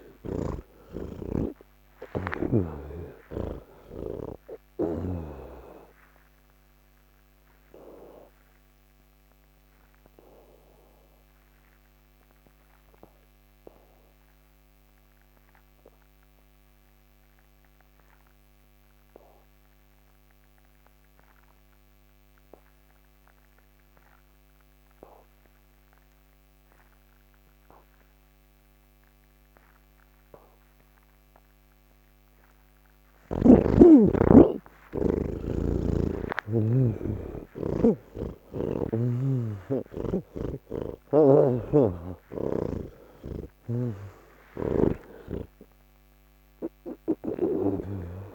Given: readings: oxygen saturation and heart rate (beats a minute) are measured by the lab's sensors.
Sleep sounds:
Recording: breathing in sleep by a microphone on the trachea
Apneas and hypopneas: 1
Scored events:
0.00-5.00 s: snoring (device-marked)
6.00-32.50 s: obstructive apnea (oxygen 98% before, 80% lowest, heart rate 120 before, 33 extreme, up 38 after)
11.50-22.50 s: oxygen desaturation (device-marked, oxygen 96% before, 84% lowest, heart rate 99 before, 68 extreme)
24.50-48.35 s: oxygen desaturation (device-marked, oxygen 99% before, 80% lowest, heart rate 99 before, 60 extreme)
38.00-41.50 s: snoring (device-marked)
From the record:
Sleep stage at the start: N3 (deep sleep)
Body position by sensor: on the back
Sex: male

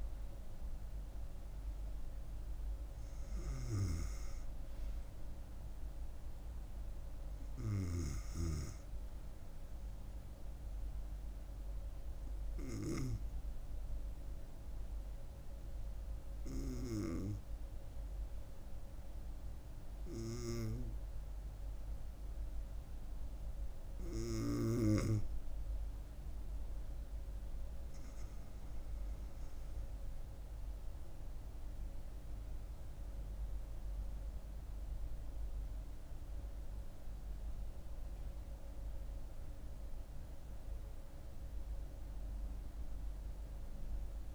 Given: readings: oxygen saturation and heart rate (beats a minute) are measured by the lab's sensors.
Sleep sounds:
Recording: breathing in sleep by a room microphone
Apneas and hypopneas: 1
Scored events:
0.00-12.00 s: oxygen desaturation (device-marked, oxygen 94% lowest, heart rate 66 extreme)
12.50-25.00 s: hypopnea (oxygen 97% before, 93% lowest, heart rate 73 before, 67 extreme, up 9 after)
29.50-34.00 s: arousal
From the record:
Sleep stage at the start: N2 (light sleep)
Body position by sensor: on the back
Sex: female

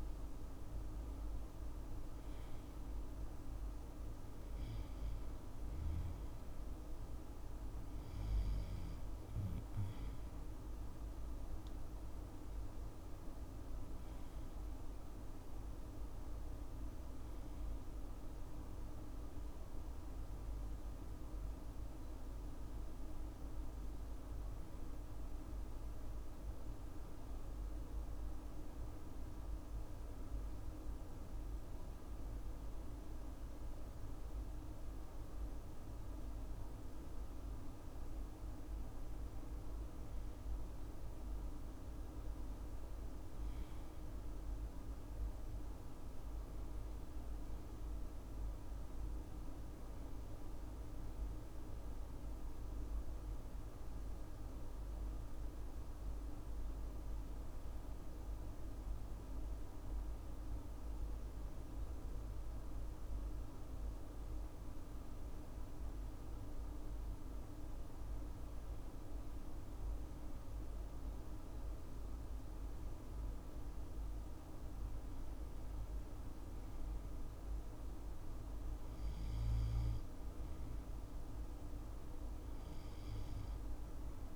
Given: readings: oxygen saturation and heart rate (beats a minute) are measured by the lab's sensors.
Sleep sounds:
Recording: breathing in sleep, hard to hear, by a room microphone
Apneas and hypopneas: none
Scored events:
none scored
From the record:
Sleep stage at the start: N2 (light sleep)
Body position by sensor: on the left side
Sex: male

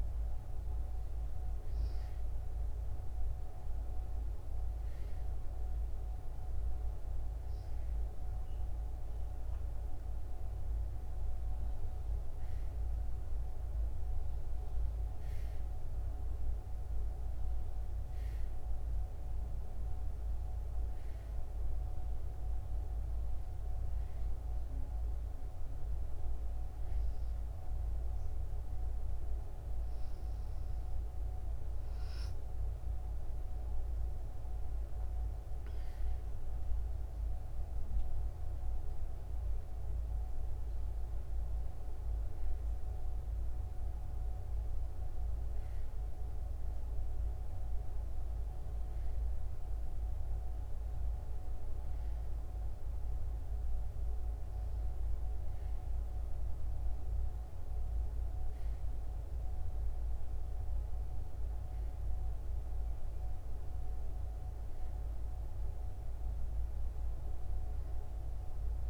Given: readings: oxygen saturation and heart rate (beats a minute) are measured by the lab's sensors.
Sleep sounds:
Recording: breathing in sleep, hard to hear, by a room microphone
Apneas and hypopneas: none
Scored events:
47.50-68.90 s: new sleep stage, N2 (light sleep)
From the record:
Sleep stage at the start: N1 (lightest sleep)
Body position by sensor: on the back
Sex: female

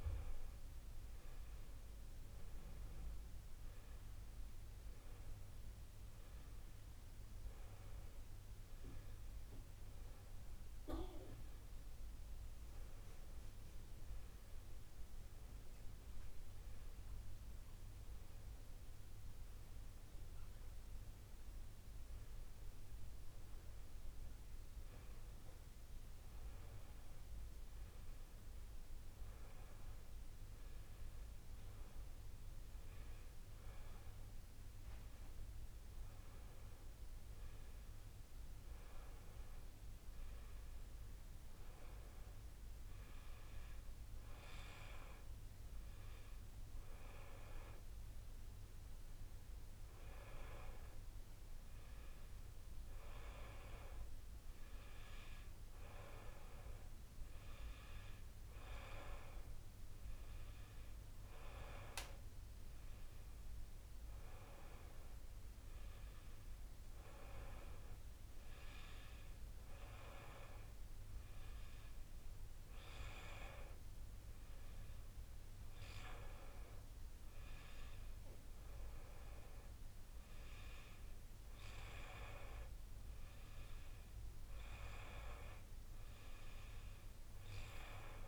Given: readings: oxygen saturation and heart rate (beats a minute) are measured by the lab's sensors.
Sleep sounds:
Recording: breathing in sleep by a room microphone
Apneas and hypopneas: none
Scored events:
none scored
From the record:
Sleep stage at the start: N2 (light sleep)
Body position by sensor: on the back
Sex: male

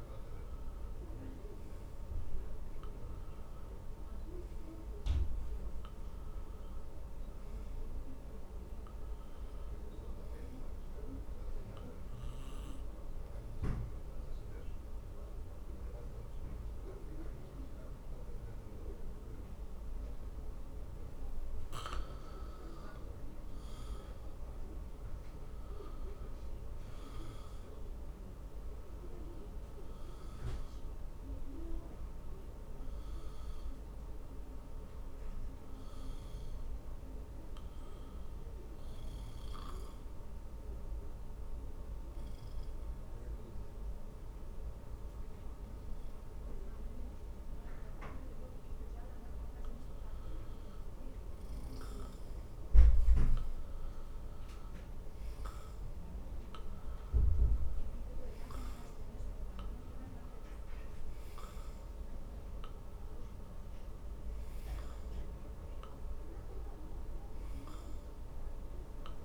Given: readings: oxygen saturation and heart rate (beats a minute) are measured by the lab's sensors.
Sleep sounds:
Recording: breathing in sleep, hard to hear, by a room microphone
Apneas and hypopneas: 2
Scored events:
13.00-25.00 s: obstructive apnea (oxygen 93% before, 90% lowest, heart rate 60 before, 52 extreme, up 9 after)
27.50-32.00 s: arousal
40.50-51.50 s: obstructive apnea (oxygen 95% before, 90% lowest, heart rate 63 before, 52 extreme, up 7 after)
49.00-61.00 s: oxygen desaturation (device-marked, oxygen 95% before, 90% lowest, heart rate 59 before, 52 extreme)
54.50-59.00 s: arousal
From the record:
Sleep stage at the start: N2 (light sleep)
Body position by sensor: on the back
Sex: male

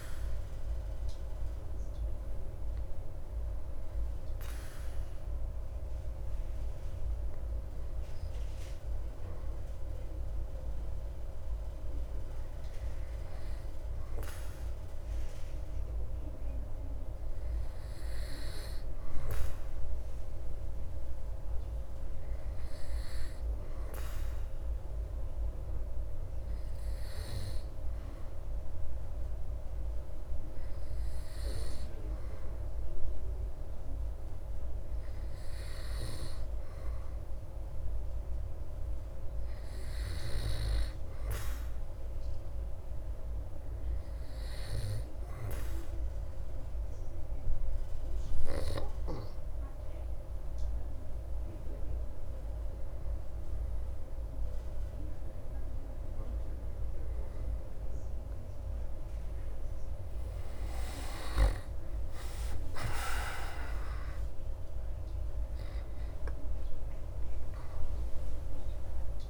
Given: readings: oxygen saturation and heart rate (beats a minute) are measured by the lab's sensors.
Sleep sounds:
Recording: breathing in sleep, hard to hear, by a room microphone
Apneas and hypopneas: 1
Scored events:
1.50-50.50 s: hypopnea (oxygen 98% before, 94% lowest)
61.50-66.50 s: arousal
From the record:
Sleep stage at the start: N2 (light sleep)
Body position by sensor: on the back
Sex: male

